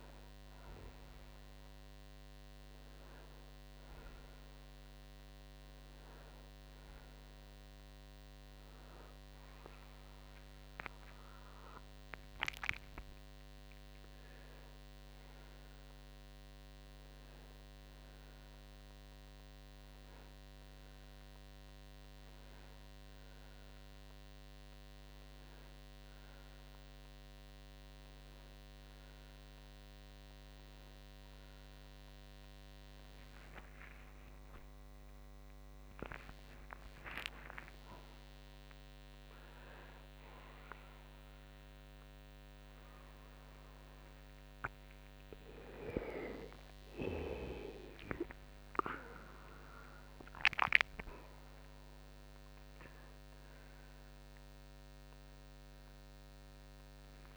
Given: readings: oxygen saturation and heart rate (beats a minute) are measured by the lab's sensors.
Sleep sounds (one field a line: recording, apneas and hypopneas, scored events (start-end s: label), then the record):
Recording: a person partly awake in a sleep study, by a microphone on the trachea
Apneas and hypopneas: 1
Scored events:
9.50-12.50 s: arousal
15.00-28.00 s: hypopnea (oxygen 97% before, 91% lowest, heart rate 68 before, 63 extreme, up 14 after)
37.00-57.37 s: new sleep stage, awake
From the record:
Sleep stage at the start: N1 (lightest sleep)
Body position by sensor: on the right side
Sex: male